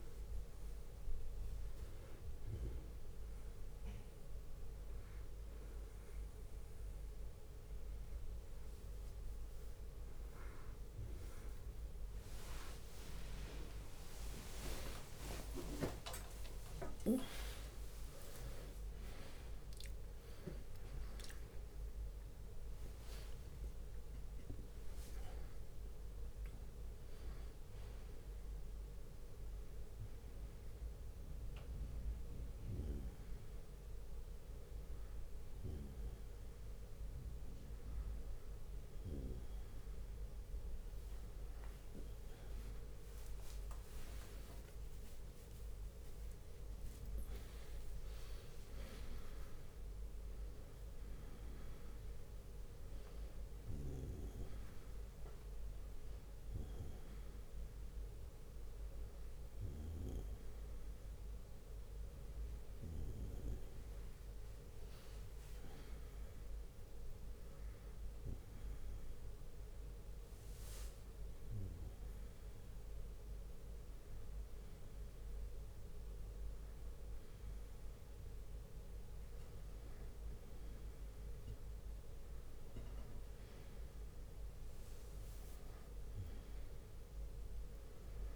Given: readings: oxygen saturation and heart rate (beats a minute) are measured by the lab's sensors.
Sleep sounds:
a person awake in a sleep study, by a room microphone; none
3.00-9.00 s: bradycardia (device-marked, heart rate 73 before, 58 extreme)
12.00-14.00 s: long interval between heartbeats (device-marked, heart rate 63 before, 79 extreme)
12.00-18.00 s: tachycardia (device-marked, heart rate 73 before, 140 extreme)
15.00-29.00 s: drop in pulse transit time (device-marked, heart rate 66 before, 72 extreme)
15.50-17.50 s: long interval between heartbeats (device-marked, heart rate 66 before, 123 extreme)
33.00-40.00 s: bradycardia (device-marked, heart rate 75 before, 58 extreme)
43.00-50.00 s: tachycardia (device-marked, heart rate 74 before, 134 extreme)
43.50-45.50 s: long interval between heartbeats (device-marked, heart rate 67 before, 69 extreme)
45.00-61.00 s: drop in pulse transit time (device-marked, heart rate 67 before, 68 extreme)
46.50-48.50 s: long interval between heartbeats (device-marked, heart rate 68 before, 110 extreme)
58.00-88.36 s: new sleep stage, N1 (lightest sleep)
60.00-67.00 s: bradycardia (device-marked, heart rate 73 before, 58 extreme)
71.00-76.00 s: bradycardia (device-marked, heart rate 73 before, 57 extreme)
80.50-82.50 s: long interval between heartbeats (device-marked, heart rate 61 before, 64 extreme)
84.00-87.00 s: bradycardia (device-marked, heart rate 73 before, 68 extreme)
From the record:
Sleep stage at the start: awake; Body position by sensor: on the right side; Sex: male

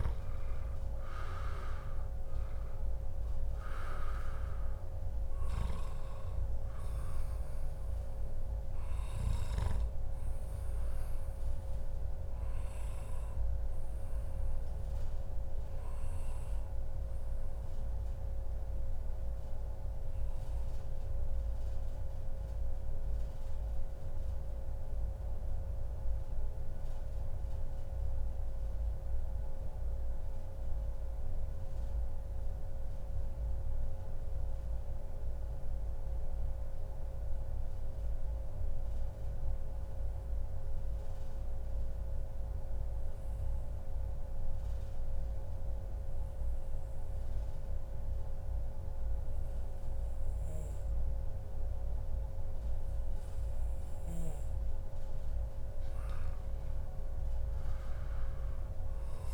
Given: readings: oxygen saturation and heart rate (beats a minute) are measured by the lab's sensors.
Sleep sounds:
breathing in sleep, hard to hear, by a room microphone; 1
0.00-6.00 s: oxygen desaturation (device-marked, oxygen 94% lowest, heart rate 106 extreme)
9.00-11.00 s: long interval between heartbeats (device-marked, heart rate 141 before, 124 extreme)
14.50-54.00 s: obstructive apnea (oxygen 97% before, 93% lowest, heart rate 135 before, 107 extreme, up 2 after)
50.00-59.34 s: oxygen desaturation (device-marked, oxygen 97% before, 93% lowest, heart rate 139 before, 99 extreme)
From the record:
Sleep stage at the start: N2 (light sleep); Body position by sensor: on the back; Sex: male

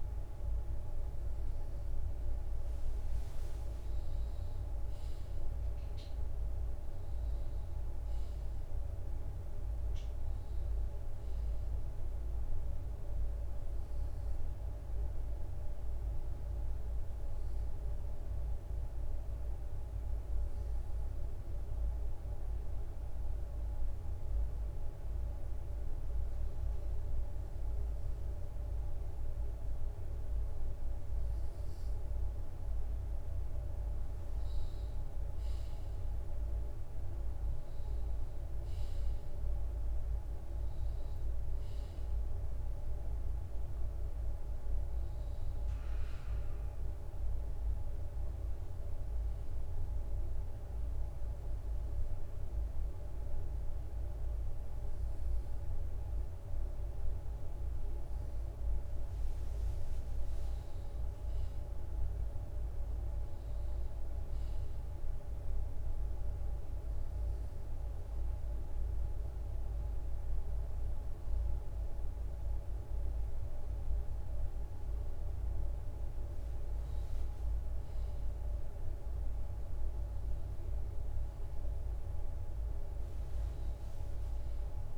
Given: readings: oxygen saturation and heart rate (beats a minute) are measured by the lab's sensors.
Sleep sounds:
breathing in sleep, hard to hear, by a room microphone; 2
0.00-3.50 s: bradycardia (device-marked, heart rate 52 extreme)
7.50-11.00 s: arousal
8.50-38.50 s: bradycardia (device-marked, heart rate 60 before, 52 extreme)
15.50-31.00 s: hypopnea (oxygen 95% before, 93% lowest, heart rate 57 before, 53 extreme, up 5 after)
37.50-50.50 s: drop in pulse transit time (device-marked, heart rate 55 before, 58 extreme)
42.50-46.00 s: arousal
46.50-60.50 s: bradycardia (device-marked, heart rate 59 before, 52 extreme)
49.00-60.00 s: hypopnea (oxygen 95% before, 93% lowest, heart rate 59 before, 52 extreme, up 8 after)
61.00-64.50 s: arousal
62.50-77.50 s: bradycardia (device-marked, heart rate 59 before, 53 extreme)
78.50-84.50 s: bradycardia (device-marked, heart rate 59 before, 58 extreme)
From the record:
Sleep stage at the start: N2 (light sleep); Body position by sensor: on the left side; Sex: male

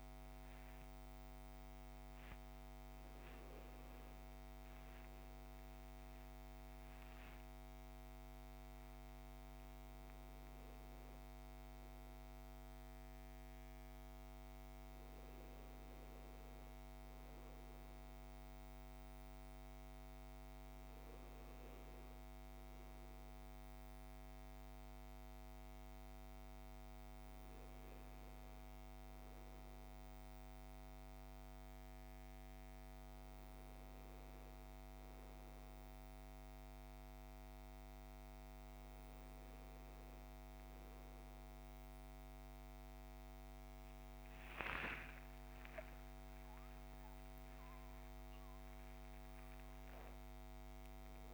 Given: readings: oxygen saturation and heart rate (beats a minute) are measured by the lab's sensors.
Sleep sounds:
a person awake in a sleep study, hard to hear, by a microphone on the trachea; none
none scored
From the record:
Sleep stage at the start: awake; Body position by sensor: on the back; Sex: male

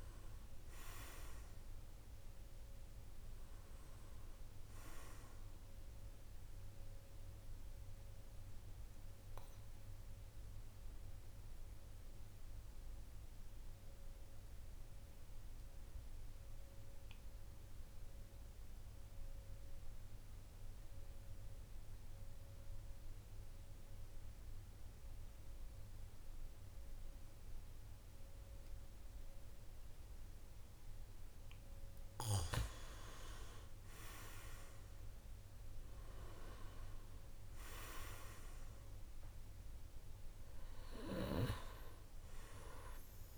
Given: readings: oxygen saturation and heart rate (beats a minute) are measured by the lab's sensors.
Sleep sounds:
breathing in sleep by a room microphone; 1
0.00-12.50 s: oxygen desaturation (device-marked, oxygen 91% lowest, heart rate 47 extreme)
6.50-30.50 s: mixed apnea (oxygen 99% before, 91% lowest, heart rate 56 before, 45 extreme, up 8 after)
29.50-43.38 s: oxygen desaturation (device-marked, oxygen 99% before, 91% lowest, heart rate 49 before, 45 extreme)
33.00-37.00 s: arousal
From the record:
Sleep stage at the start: N2 (light sleep); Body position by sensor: on the back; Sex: male

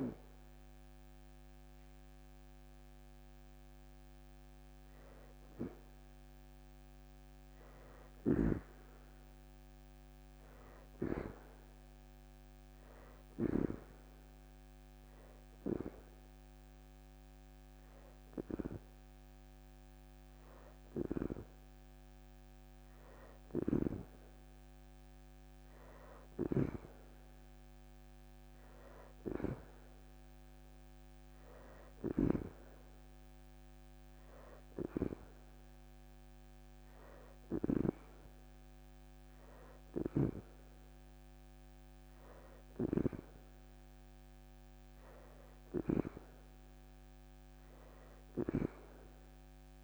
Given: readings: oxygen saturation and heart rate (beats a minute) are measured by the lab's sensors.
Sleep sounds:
breathing in sleep by a microphone on the trachea; 1
0.00-1.00 s: leg movement (device-marked)
12.00-23.00 s: hypopnea (oxygen 95% before, 87% lowest, heart rate 58 before, 45 extreme, up 9 after)
18.00-26.00 s: oxygen desaturation (device-marked, oxygen 95% before, 87% lowest, heart rate 60 before, 44 extreme)
24.50-28.00 s: arousal
31.00-41.00 s: oxygen desaturation (device-marked, oxygen 92% before, 87% lowest, heart rate 63 before, 36 extreme)
From the record:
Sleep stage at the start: N2 (light sleep); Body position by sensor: on the back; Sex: female

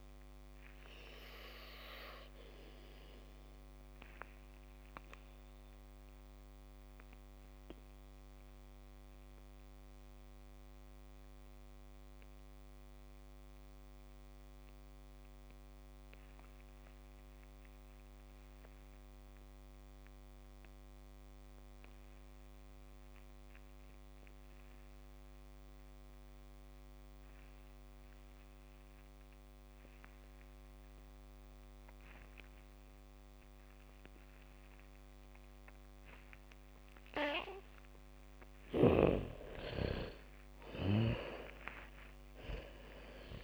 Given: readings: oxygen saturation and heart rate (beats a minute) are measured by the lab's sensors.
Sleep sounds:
breathing in sleep by a microphone on the trachea; 1
0.00-16.00 s: oxygen desaturation (device-marked, oxygen 79% lowest, heart rate 54 extreme)
3.00-37.50 s: mixed apnea (oxygen 98% before, 73% lowest, heart rate 61 before, 38 extreme, up 0 after)
23.00-29.00 s: bradycardia (device-marked, heart rate 69 before, 57 extreme)
27.00-43.44 s: oxygen desaturation (device-marked, oxygen 98% before, 73% lowest, heart rate 74 before, 38 extreme)
33.00-43.44 s: bradycardia (device-marked, heart rate 69 before, 38 extreme)
40.50-43.44 s: arousal
From the record:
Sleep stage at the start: N2 (light sleep); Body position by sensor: on the back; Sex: female

